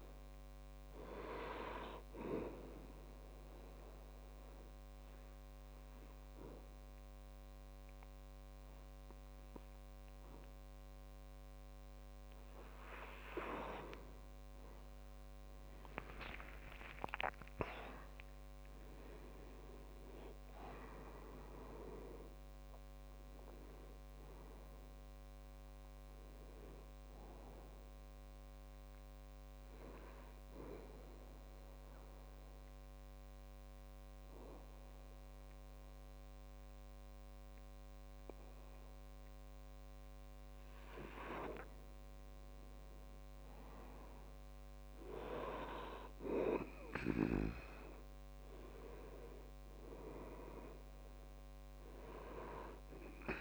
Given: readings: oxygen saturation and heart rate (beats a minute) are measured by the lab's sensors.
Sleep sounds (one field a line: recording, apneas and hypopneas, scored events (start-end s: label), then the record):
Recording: breathing in sleep by a microphone on the trachea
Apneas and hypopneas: 2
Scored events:
3.50-14.50 s: obstructive apnea (oxygen 97% before, 94% lowest, heart rate 68 before, 63 extreme, up 11 after)
16.00-20.50 s: arousal
23.50-41.50 s: oxygen desaturation (device-marked, oxygen 97% before, 94% lowest, heart rate 68 before, 63 extreme)
30.50-41.50 s: obstructive apnea (oxygen 97% before, 94% lowest, heart rate 71 before, 63 extreme, up 4 after)
45.50-50.50 s: arousal
From the record:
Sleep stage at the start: N2 (light sleep)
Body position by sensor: on the back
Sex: male